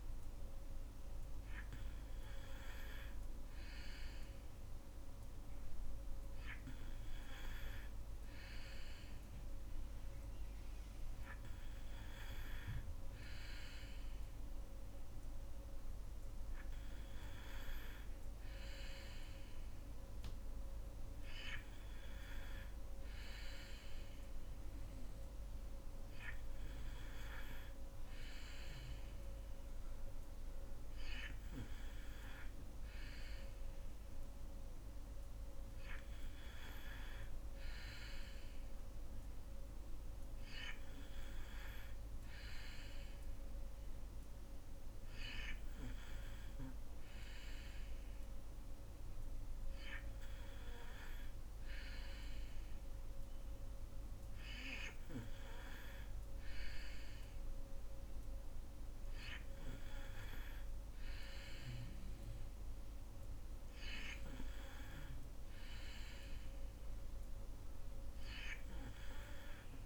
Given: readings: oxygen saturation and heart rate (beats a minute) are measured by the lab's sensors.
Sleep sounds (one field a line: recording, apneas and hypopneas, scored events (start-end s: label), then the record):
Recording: breathing in sleep by a room microphone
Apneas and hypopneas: none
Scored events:
none scored
From the record:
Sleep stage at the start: N2 (light sleep)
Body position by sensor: on the back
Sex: female